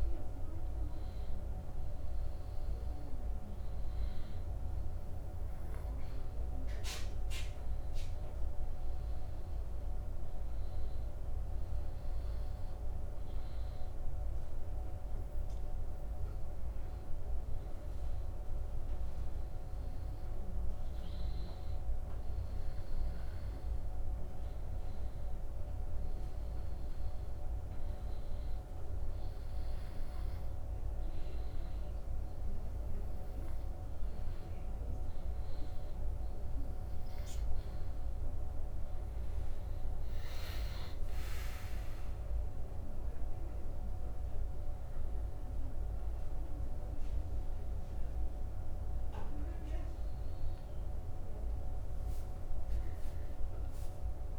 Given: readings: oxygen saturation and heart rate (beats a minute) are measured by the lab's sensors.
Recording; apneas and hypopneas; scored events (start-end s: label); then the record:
breathing in sleep, hard to hear, by a room microphone; 1
15.50-19.00 s: arousal
23.50-36.50 s: hypopnea (oxygen 94% before, 90% lowest, heart rate 83 before, 82 extreme, up 5 after)
38.50-43.00 s: arousal
49.00-54.38 s: oxygen desaturation (device-marked, oxygen 94% before, 90% lowest, heart rate 84 before, 82 extreme)
From the record:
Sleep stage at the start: N2 (light sleep); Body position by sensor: on the back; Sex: male